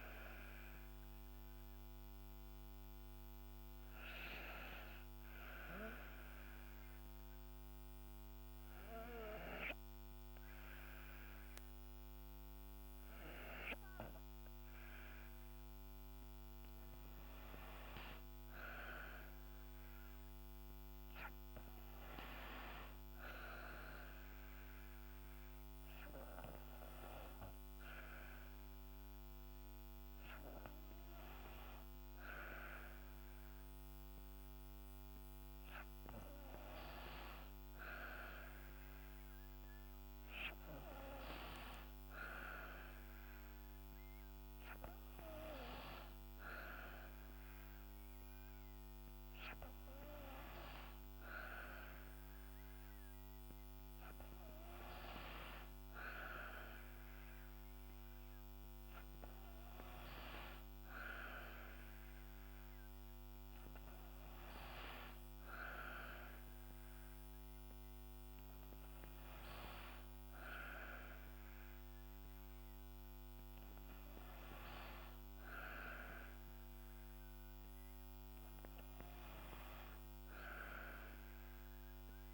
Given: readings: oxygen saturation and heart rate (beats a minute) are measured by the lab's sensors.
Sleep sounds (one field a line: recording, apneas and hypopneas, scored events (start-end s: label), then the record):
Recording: breathing in sleep by a microphone on the trachea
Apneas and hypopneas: 1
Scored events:
0.00-2.00 s: arousal
5.00-17.50 s: obstructive apnea (oxygen 94% before, 90% lowest, heart rate 68 before, 64 extreme, up 4 after)
19.50-22.50 s: arousal
22.50-37.50 s: oxygen desaturation (device-marked, oxygen 97% before, 90% lowest, heart rate 65 before, 64 extreme)
From the record:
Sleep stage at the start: N2 (light sleep)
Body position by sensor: on the back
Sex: female